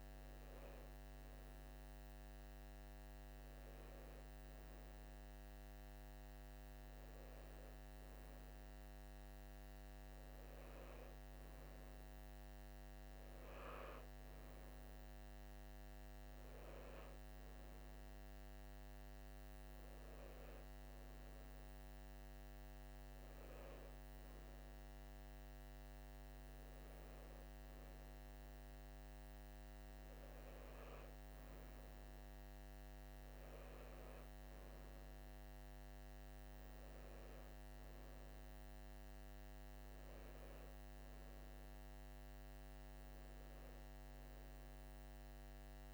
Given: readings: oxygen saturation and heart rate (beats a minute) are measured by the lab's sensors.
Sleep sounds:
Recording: breathing in sleep, hard to hear, by a microphone on the trachea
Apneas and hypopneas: none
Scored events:
18.50-45.94 s: new sleep stage, N3 (deep sleep)
From the record:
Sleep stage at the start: N2 (light sleep)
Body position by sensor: on the right side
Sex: male

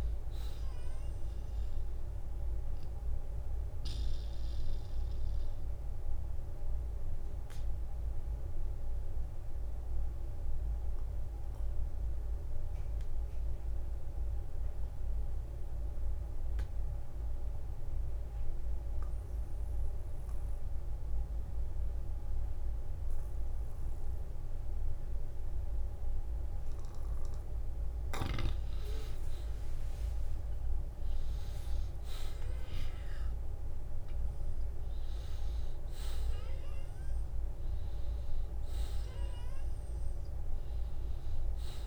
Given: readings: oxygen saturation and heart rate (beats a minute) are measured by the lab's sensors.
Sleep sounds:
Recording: breathing in sleep, hard to hear, by a room microphone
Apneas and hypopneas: 1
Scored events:
3.50-26.50 s: obstructive apnea (oxygen 96% before, 84% lowest, heart rate 57 before, 52 extreme, up 7 after)
10.50-12.50 s: long interval between heartbeats (device-marked, heart rate 58 before, 53 extreme)
10.50-26.50 s: oxygen desaturation (device-marked, oxygen 95% before, 87% lowest, heart rate 58 before, 52 extreme)
29.00-34.50 s: arousal
From the record:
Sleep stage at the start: N2 (light sleep)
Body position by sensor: on the back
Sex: male

